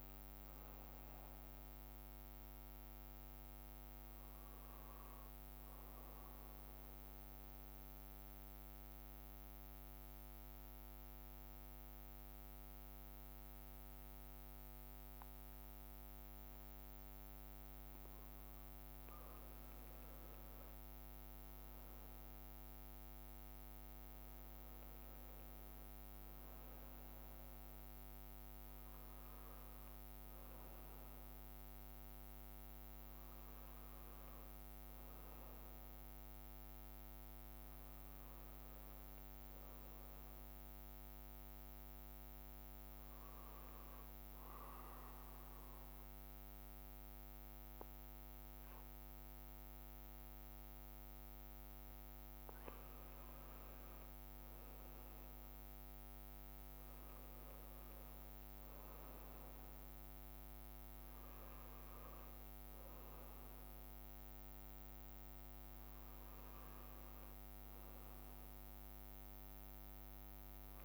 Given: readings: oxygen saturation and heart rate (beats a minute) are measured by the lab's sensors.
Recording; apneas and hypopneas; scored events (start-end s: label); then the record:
breathing in sleep, hard to hear, by a microphone on the trachea; 2
2.50-18.50 s: mixed apnea (oxygen 96% before, 91% lowest, heart rate 60 before, 56 extreme, up 3 after)
4.00-18.00 s: bradycardia (device-marked, heart rate 55 before, 57 extreme)
20.50-24.00 s: arousal
21.00-37.00 s: bradycardia (device-marked, heart rate 55 before, 56 extreme)
27.00-42.00 s: oxygen desaturation (device-marked, oxygen 94% before, 91% lowest, heart rate 58 before, 56 extreme)
40.50-54.50 s: obstructive apnea (oxygen 94% before, 91% lowest, heart rate 58 before, 57 extreme, up 3 after)
43.00-52.00 s: bradycardia (device-marked, heart rate 55 before, 58 extreme)
46.00-70.85 s: new sleep stage, N1 (lightest sleep)
61.00-70.00 s: bradycardia (device-marked, heart rate 55 before, 57 extreme)
From the record:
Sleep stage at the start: N2 (light sleep); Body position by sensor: on the right side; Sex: male